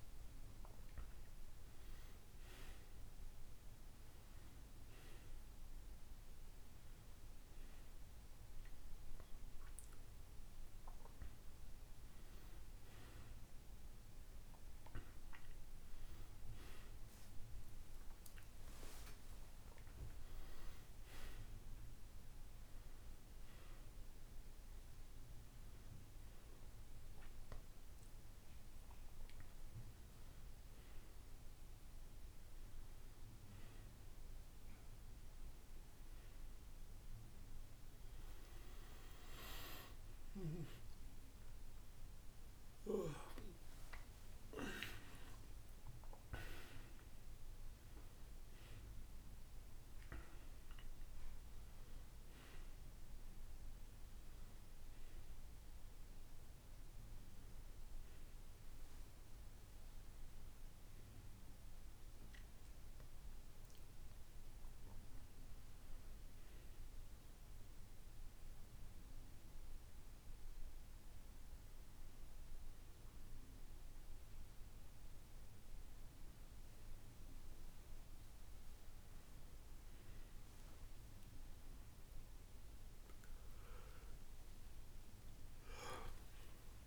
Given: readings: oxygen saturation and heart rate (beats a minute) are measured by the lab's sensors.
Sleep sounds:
a person awake in a sleep study, by a room microphone; none
81.00-86.87 s: oxygen desaturation (device-marked, oxygen 98% before, 95% lowest, heart rate 71 before, 69 extreme)
From the record:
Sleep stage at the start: awake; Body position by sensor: on the back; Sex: male

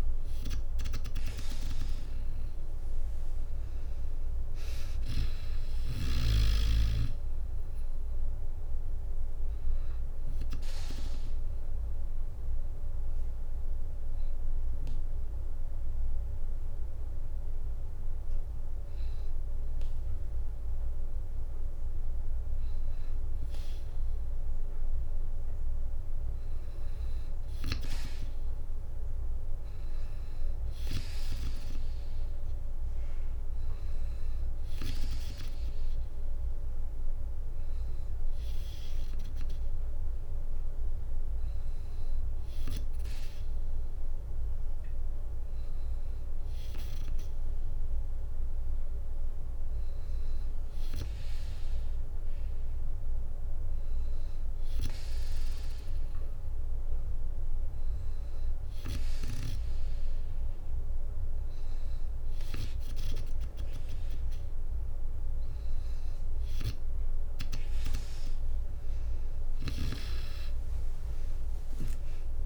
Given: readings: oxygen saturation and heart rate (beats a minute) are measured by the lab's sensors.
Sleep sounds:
breathing in sleep by a room microphone; 1
1.00-5.00 s: arousal
6.00-21.00 s: drop in pulse transit time (device-marked, heart rate 61 before, 61 extreme)
9.50-20.00 s: hypopnea (oxygen 97% before, 94% lowest, heart rate 62 before, 61 extreme, up 1 after)
23.00-26.50 s: arousal
33.00-43.00 s: oxygen desaturation (device-marked, oxygen 97% before, 94% lowest, heart rate 62 before, 62 extreme)
68.00-72.00 s: arousal
71.00-72.46 s: long interval between heartbeats (device-marked, heart rate 65 before, 87 extreme)
From the record:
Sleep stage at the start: N2 (light sleep); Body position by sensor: on the back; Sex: female

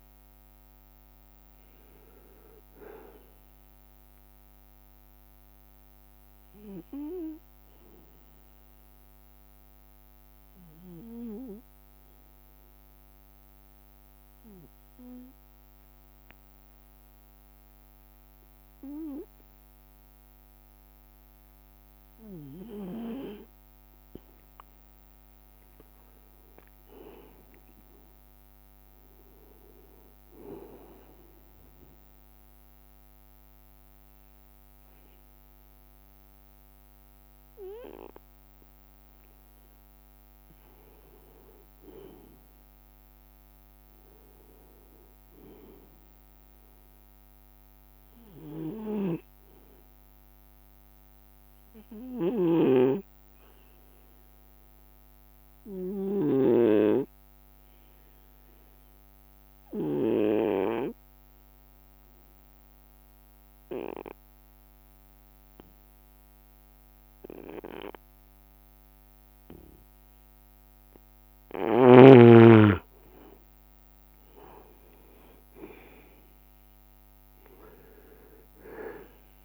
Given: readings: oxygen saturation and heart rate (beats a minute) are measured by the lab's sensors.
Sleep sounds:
breathing in sleep by a microphone on the trachea; 3
0.00-10.00 s: drop in pulse transit time (device-marked, heart rate 64 extreme)
6.50-23.00 s: obstructive apnea (oxygen 97% before, 92% lowest, heart rate 69 before, 61 extreme, up 9 after)
21.50-22.50 s: leg movement (device-marked)
24.50-28.00 s: arousal
26.00-35.00 s: drop in pulse transit time (device-marked, heart rate 63 before, 66 extreme)
31.00-41.00 s: obstructive apnea (oxygen 98% before, 90% lowest, heart rate 65 before, 63 extreme, up 5 after)
43.50-47.50 s: arousal
44.50-48.50 s: leg movement (device-marked)
46.00-56.00 s: drop in pulse transit time (device-marked, heart rate 67 before, 65 extreme)
49.00-60.50 s: snoring (device-marked)
50.50-71.00 s: obstructive apnea (oxygen 98% before, 90% lowest, heart rate 66 before, 64 extreme, up 4 after)
69.50-74.00 s: leg movement (device-marked)
73.00-79.45 s: drop in pulse transit time (device-marked, heart rate 66 before, 66 extreme)
73.50-77.00 s: arousal
74.00-79.45 s: oxygen desaturation (device-marked, oxygen 96% before, 90% lowest, heart rate 66 before, 61 extreme)
75.00-79.45 s: leg movement (device-marked)
From the record:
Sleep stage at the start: N2 (light sleep); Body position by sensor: on the right side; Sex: male

